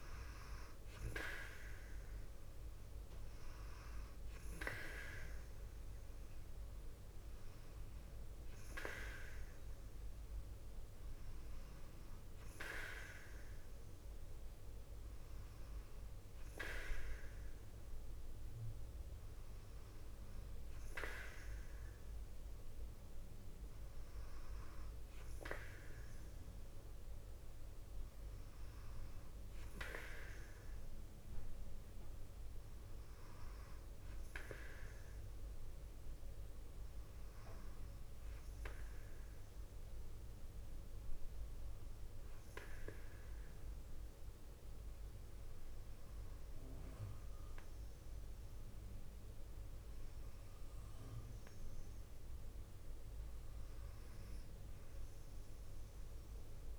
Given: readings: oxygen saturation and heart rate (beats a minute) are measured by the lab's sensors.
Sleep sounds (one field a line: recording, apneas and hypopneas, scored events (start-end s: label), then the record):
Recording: breathing in sleep by a room microphone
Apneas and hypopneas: none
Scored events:
0.00-3.50 s: oxygen desaturation (device-marked, oxygen 88% lowest, heart rate 54 extreme)
26.50-28.50 s: long interval between heartbeats (device-marked, heart rate 57 before, 59 extreme)
From the record:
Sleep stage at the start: N2 (light sleep)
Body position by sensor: on the left side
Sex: female